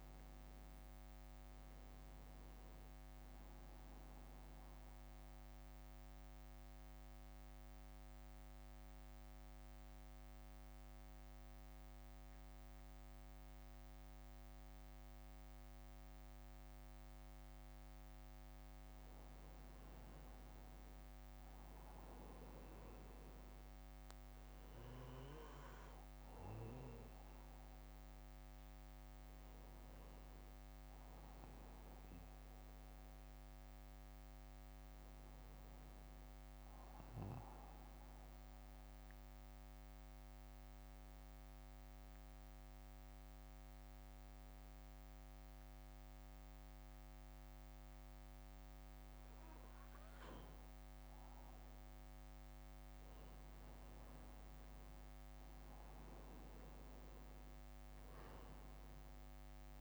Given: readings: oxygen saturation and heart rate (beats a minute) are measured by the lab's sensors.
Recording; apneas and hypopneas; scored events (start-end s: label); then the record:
breathing in sleep, hard to hear, by a microphone on the trachea; 2
0.50-13.50 s: drop in pulse transit time (device-marked, heart rate 64 before, 61 extreme)
3.50-18.50 s: oxygen desaturation (device-marked, oxygen 95% before, 90% lowest, heart rate 64 before, 57 extreme)
5.00-20.00 s: mixed apnea (oxygen 95% before, 90% lowest, heart rate 64 before, 57 extreme, up 4 after)
23.50-28.00 s: arousal
30.50-40.50 s: oxygen desaturation (device-marked, oxygen 95% before, 92% lowest, heart rate 62 before, 57 extreme)
38.50-51.50 s: mixed apnea (oxygen 95% before, 91% lowest, heart rate 61 before, 57 extreme, up 3 after)
53.50-57.00 s: arousal
57.50-59.81 s: drop in pulse transit time (device-marked, heart rate 62 before, 57 extreme)
From the record:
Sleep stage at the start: N2 (light sleep); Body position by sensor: on the back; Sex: male